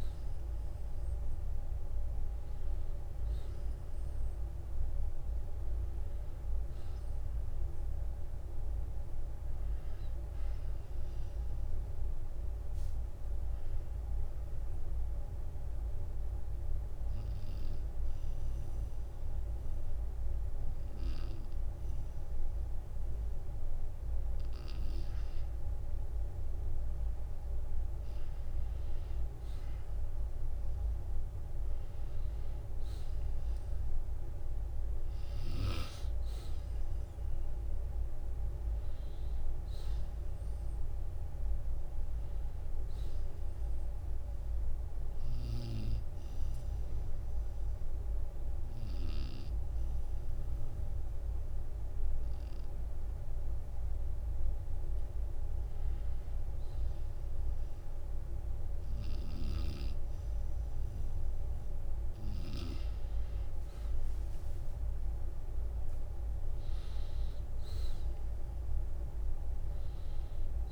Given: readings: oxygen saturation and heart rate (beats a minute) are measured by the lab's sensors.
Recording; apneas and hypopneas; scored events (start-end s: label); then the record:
breathing in sleep, hard to hear, by a room microphone; 2
15.00-26.50 s: obstructive apnea (oxygen 94% before, 89% lowest, heart rate 56 before, 52 extreme, up 10 after)
29.50-33.00 s: arousal
37.50-61.50 s: oxygen desaturation (device-marked, oxygen 95% before, 89% lowest, heart rate 55 before, 42 extreme)
43.50-45.50 s: long interval between heartbeats (device-marked, heart rate 57 before, 59 extreme)
44.50-55.00 s: obstructive apnea (oxygen 95% before, 89% lowest, heart rate 57 before, 43 extreme, up 7 after)
53.50-55.50 s: long interval between heartbeats (device-marked, heart rate 59 before, 55 extreme)
65.00-70.50 s: arousal
From the record:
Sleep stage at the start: N2 (light sleep); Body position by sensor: on the back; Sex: male